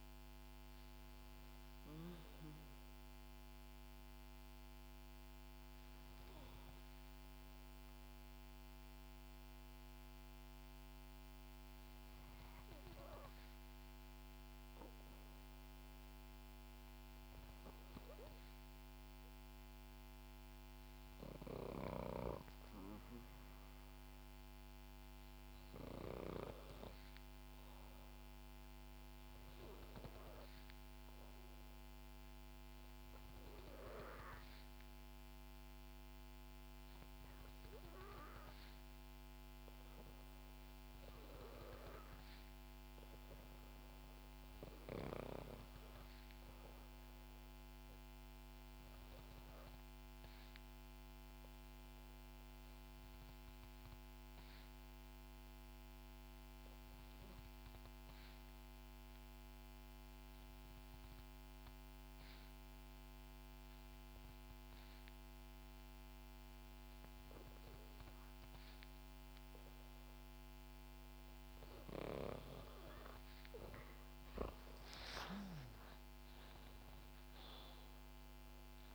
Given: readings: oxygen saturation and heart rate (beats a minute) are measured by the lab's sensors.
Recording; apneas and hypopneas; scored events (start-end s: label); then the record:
breathing in sleep by a microphone on the trachea; 2
0.00-2.00 s: snoring (device-marked)
0.00-12.50 s: oxygen desaturation (device-marked, oxygen 65% lowest, heart rate 65 extreme)
17.50-21.50 s: arousal
21.00-26.00 s: snoring (device-marked)
24.00-39.00 s: obstructive apnea (oxygen 96% before, 87% lowest, heart rate 70 before, 63 extreme, up 0 after)
40.50-44.50 s: arousal
49.50-72.00 s: obstructive apnea (oxygen 96% before, 87% lowest, heart rate 65 before, 60 extreme, up 7 after)
71.50-78.95 s: oxygen desaturation (device-marked, oxygen 92% before, 87% lowest, heart rate 64 before, 60 extreme)
71.50-78.95 s: snoring (device-marked)
74.50-78.95 s: arousal
From the record:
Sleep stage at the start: N2 (light sleep); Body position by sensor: on the back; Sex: female